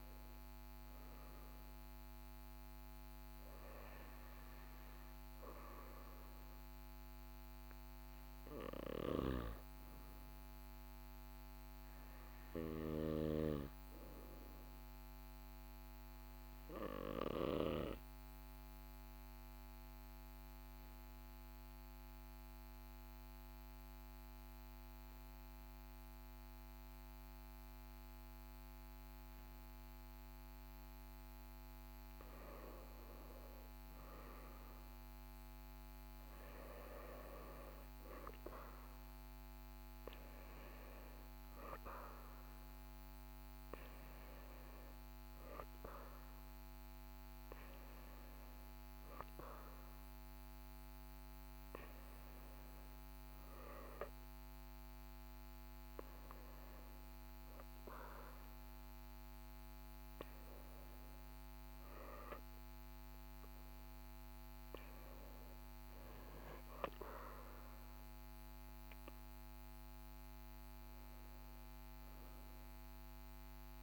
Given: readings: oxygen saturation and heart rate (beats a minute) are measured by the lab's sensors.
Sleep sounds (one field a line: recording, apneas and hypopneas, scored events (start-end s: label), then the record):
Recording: breathing in sleep by a microphone on the trachea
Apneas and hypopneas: 1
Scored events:
1.00-20.00 s: oxygen desaturation (device-marked, oxygen 98% before, 95% lowest, heart rate 42 before, 42 extreme)
20.00-31.50 s: obstructive apnea (oxygen 98% before, 93% lowest, heart rate 43 before, 42 extreme, up 1 after)
33.00-38.00 s: arousal
46.00-63.00 s: oxygen desaturation (device-marked, oxygen 96% before, 93% lowest, heart rate 43 before, 41 extreme)
65.50-70.00 s: arousal
From the record:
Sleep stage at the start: N2 (light sleep)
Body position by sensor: on the right side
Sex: male